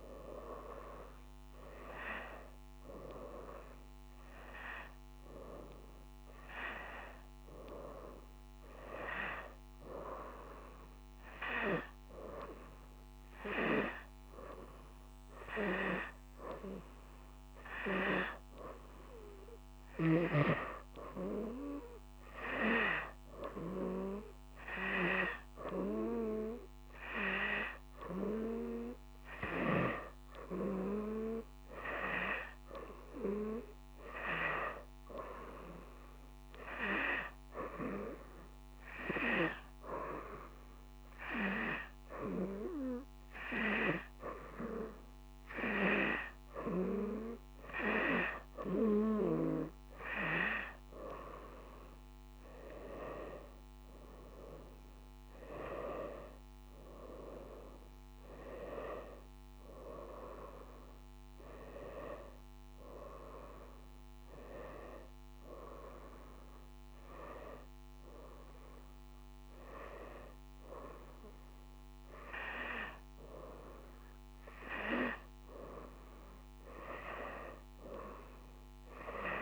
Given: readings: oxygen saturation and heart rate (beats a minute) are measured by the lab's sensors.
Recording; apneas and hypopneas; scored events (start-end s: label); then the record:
breathing in sleep by a microphone on the trachea; none
13.50-79.42 s: new sleep stage, N2 (light sleep)
From the record:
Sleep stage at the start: N1 (lightest sleep); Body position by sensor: on the right side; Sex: female